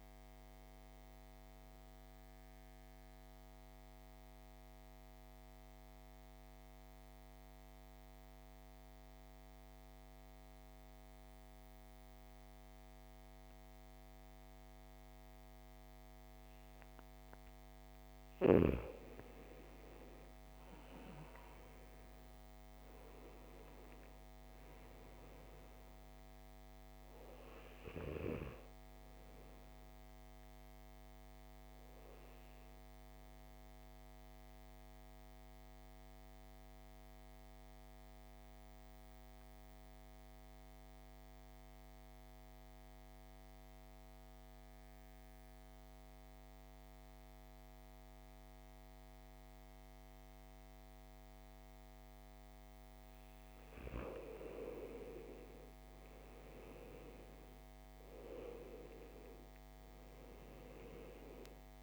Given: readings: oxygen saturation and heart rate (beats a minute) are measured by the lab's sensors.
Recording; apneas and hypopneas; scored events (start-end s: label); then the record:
breathing in sleep by a microphone on the trachea; 2
0.00-9.00 s: oxygen desaturation (device-marked, oxygen 91% lowest, heart rate 54 extreme)
2.00-17.00 s: central apnea (oxygen 99% before, 88% lowest, heart rate 60 before, 52 extreme, up 8 after)
19.50-23.50 s: arousal
20.00-46.00 s: oxygen desaturation (device-marked, oxygen 98% before, 88% lowest, heart rate 57 before, 52 extreme)
34.50-54.00 s: obstructive apnea (oxygen 98% before, 86% lowest, heart rate 60 before, 52 extreme, up 11 after)
54.00-61.82 s: oxygen desaturation (device-marked, oxygen 98% before, 88% lowest, heart rate 54 before, 53 extreme)
56.00-59.50 s: arousal
From the record:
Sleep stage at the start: N2 (light sleep); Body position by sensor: on the back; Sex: male